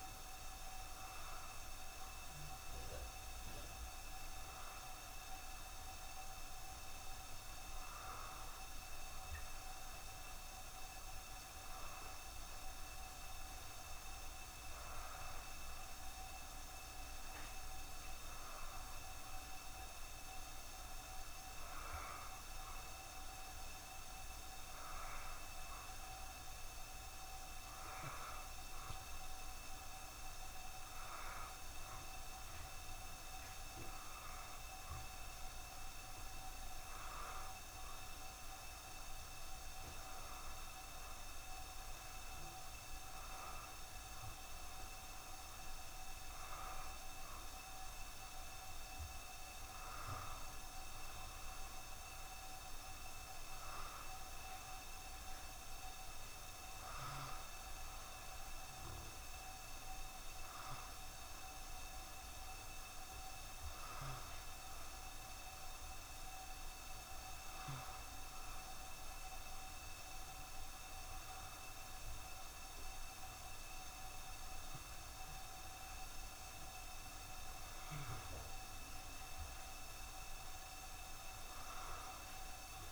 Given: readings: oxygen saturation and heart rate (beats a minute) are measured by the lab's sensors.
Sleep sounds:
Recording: breathing in sleep, hard to hear, by a room microphone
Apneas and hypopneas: 1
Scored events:
7.00-24.00 s: hypopnea (oxygen 93% before, 89% lowest, heart rate 69 before, 68 extreme, up 1 after)
26.50-30.50 s: arousal
From the record:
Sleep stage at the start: N1 (lightest sleep)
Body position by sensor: on the back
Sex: male

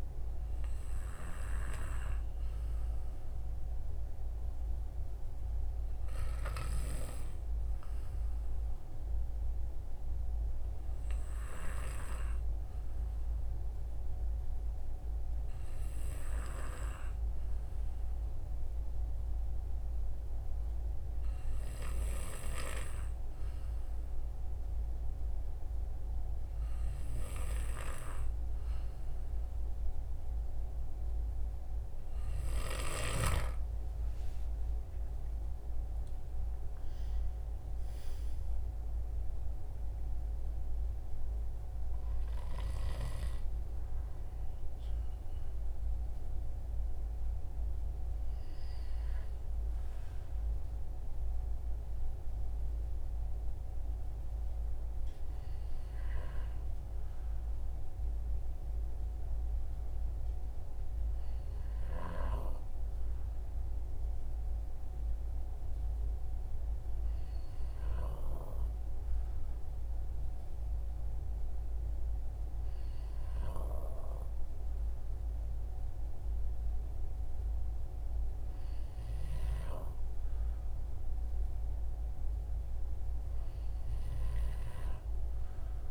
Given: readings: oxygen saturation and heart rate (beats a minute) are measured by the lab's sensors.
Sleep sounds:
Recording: breathing in sleep by a room microphone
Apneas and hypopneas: none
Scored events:
34.00-38.50 s: arousal
From the record:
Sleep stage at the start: N2 (light sleep)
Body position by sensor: on the right side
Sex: male

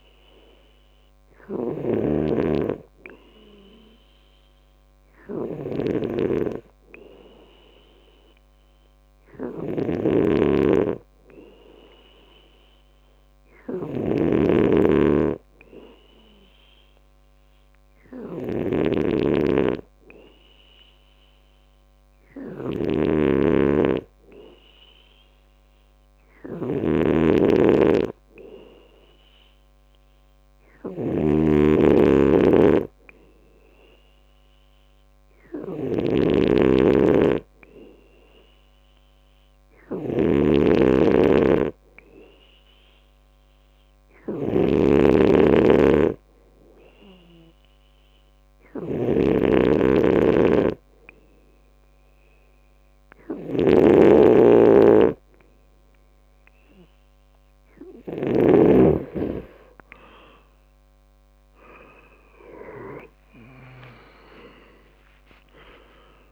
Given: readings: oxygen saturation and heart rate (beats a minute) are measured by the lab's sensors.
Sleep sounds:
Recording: breathing in sleep by a microphone on the trachea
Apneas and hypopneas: 1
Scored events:
0.00-58.50 s: snoring (device-marked)
10.50-57.00 s: hypopnea (oxygen 94% before, 92% lowest, heart rate 73 before, 62 extreme, up 30 after)
36.00-56.00 s: oxygen desaturation (device-marked, oxygen 97% before, 93% lowest, heart rate 67 before, 62 extreme)
62.00-66.32 s: tachycardia (device-marked, heart rate 68 before, 126 extreme)
63.50-66.32 s: arousal
64.00-66.00 s: long interval between heartbeats (device-marked, heart rate 69 before, 97 extreme)
From the record:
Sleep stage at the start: N2 (light sleep)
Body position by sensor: on the left side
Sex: male

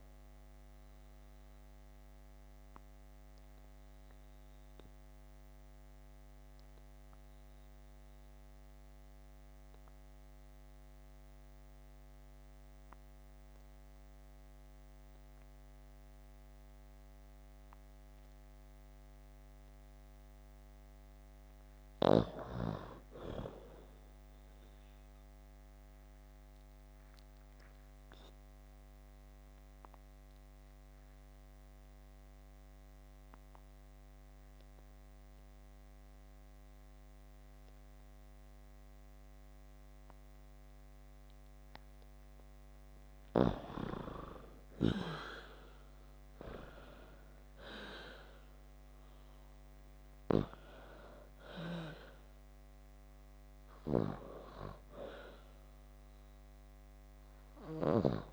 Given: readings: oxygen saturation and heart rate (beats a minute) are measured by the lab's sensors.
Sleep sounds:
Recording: breathing in sleep by a microphone on the trachea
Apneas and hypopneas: 2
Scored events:
1.50-18.50 s: obstructive apnea (oxygen 96% before, 85% lowest)
19.50-43.50 s: oxygen desaturation (device-marked, oxygen 95% before, 85% lowest)
20.50-24.00 s: arousal
26.00-42.00 s: obstructive apnea (oxygen 96% before, 85% lowest)
45.50-49.00 s: arousal
From the record:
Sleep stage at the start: N2 (light sleep)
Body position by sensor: on the back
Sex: female

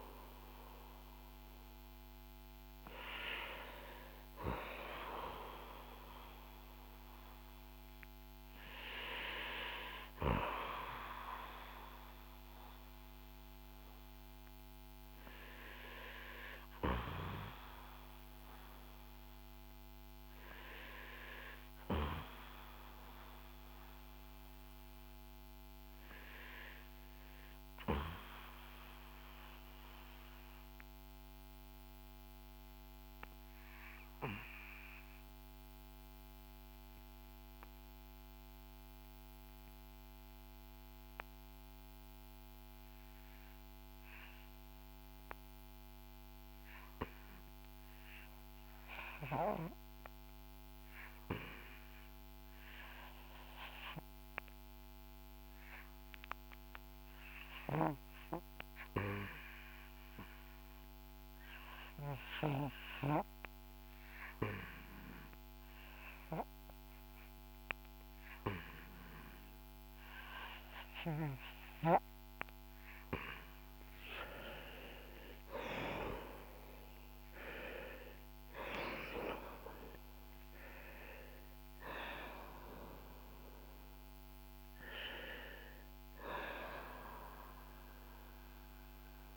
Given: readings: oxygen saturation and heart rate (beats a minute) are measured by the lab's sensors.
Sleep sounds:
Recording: breathing in sleep by a microphone on the trachea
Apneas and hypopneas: 1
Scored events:
0.00-18.00 s: oxygen desaturation (device-marked, oxygen 80% lowest, heart rate 51 extreme)
21.00-72.00 s: obstructive apnea (oxygen 96% before, 80% lowest, heart rate 58 before, 51 extreme, up 6 after)
57.00-89.37 s: oxygen desaturation (device-marked, oxygen 94% before, 80% lowest, heart rate 56 before, 51 extreme)
74.00-80.50 s: arousal
From the record:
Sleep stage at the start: REM sleep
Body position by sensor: on the back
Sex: male

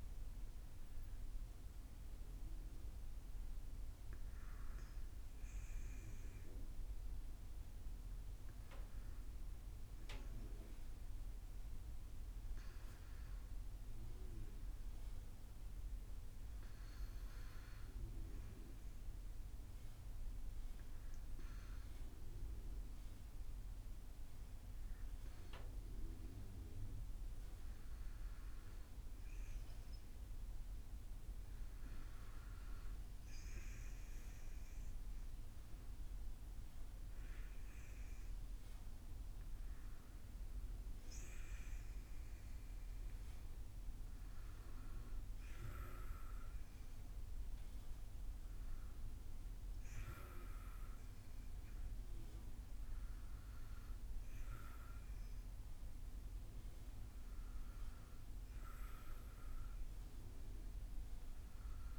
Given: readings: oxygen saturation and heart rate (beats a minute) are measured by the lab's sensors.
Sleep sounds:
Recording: breathing in sleep, hard to hear, by a room microphone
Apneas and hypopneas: 1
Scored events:
0.00-11.00 s: oxygen desaturation (device-marked, oxygen 94% lowest, heart rate 61 extreme)
17.00-29.50 s: hypopnea (oxygen 97% before, 91% lowest, heart rate 66 before, 65 extreme, up 4 after)
32.00-36.00 s: arousal
From the record:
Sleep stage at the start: N2 (light sleep)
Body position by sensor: on the back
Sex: female

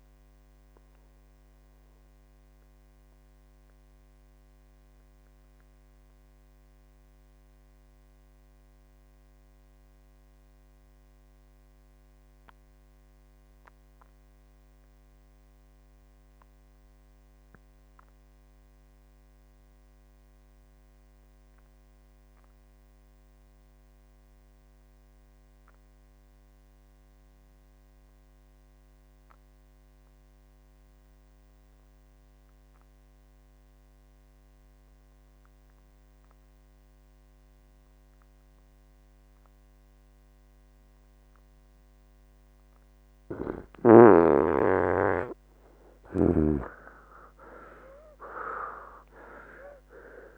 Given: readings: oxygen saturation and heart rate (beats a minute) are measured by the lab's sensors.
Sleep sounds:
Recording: breathing in sleep by a microphone on the trachea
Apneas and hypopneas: 1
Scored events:
0.00-18.50 s: oxygen desaturation (device-marked, oxygen 83% lowest, heart rate 61 extreme)
0.50-43.00 s: mixed apnea (oxygen 96% before, 83% lowest, heart rate 73 before, 61 extreme, up 21 after)
13.50-15.50 s: long interval between heartbeats (device-marked, heart rate 67 before, 67 extreme)
33.50-50.38 s: oxygen desaturation (device-marked, oxygen 98% before, 84% lowest, heart rate 66 before, 59 extreme)
46.50-50.38 s: arousal
From the record:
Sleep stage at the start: N2 (light sleep)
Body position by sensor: on the right side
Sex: male

